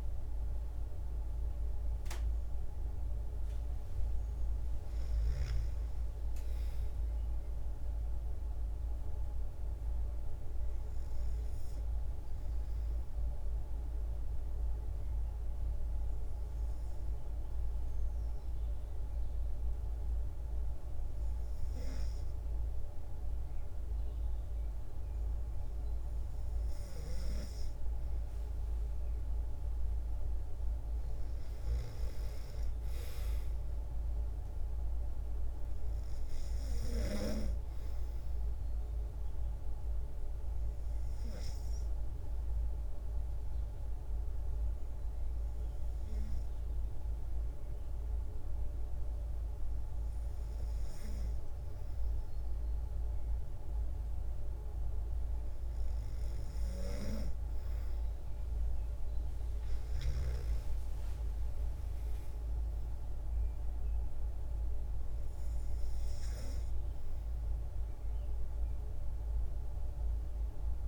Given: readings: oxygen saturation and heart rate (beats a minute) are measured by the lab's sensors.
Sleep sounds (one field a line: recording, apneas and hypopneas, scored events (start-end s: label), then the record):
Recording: breathing in sleep, hard to hear, by a room microphone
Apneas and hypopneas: 2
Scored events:
0.00-8.00 s: oxygen desaturation (device-marked, oxygen 94% lowest, heart rate 54 extreme)
11.00-25.50 s: hypopnea (oxygen 97% before, 93% lowest, heart rate 110 before, 54 extreme, up 21 after)
28.50-31.50 s: arousal
30.00-52.00 s: oxygen desaturation (device-marked, oxygen 96% before, 93% lowest, heart rate 91 before, 55 extreme)
38.50-50.50 s: hypopnea (oxygen 96% before, 92% lowest, heart rate 67 before, 55 extreme, up 36 after)
58.00-61.50 s: arousal
From the record:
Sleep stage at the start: N2 (light sleep)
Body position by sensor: on the back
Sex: female